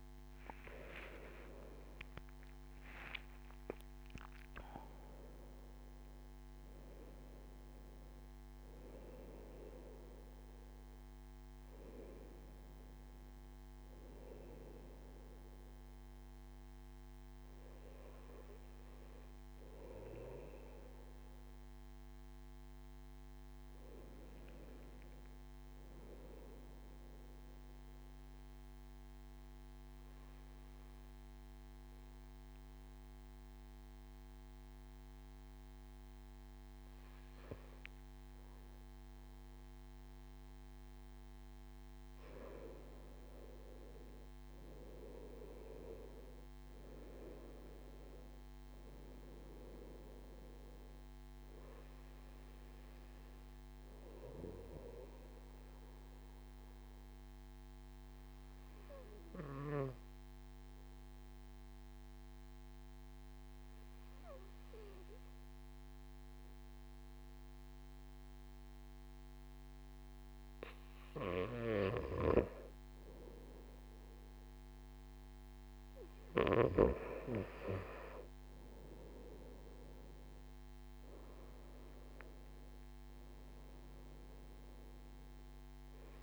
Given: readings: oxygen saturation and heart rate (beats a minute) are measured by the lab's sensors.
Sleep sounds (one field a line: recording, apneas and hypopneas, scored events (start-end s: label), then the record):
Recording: breathing in sleep by a microphone on the trachea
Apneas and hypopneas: 2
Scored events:
1.00-4.00 s: arousal
22.00-25.00 s: arousal
27.50-41.00 s: obstructive apnea (oxygen 97% before, 94% lowest)
43.00-46.00 s: arousal
55.00-70.00 s: obstructive apnea (oxygen 97% before, 94% lowest)
72.50-76.00 s: arousal
From the record:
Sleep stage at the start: N2 (light sleep)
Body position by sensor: on the right side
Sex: male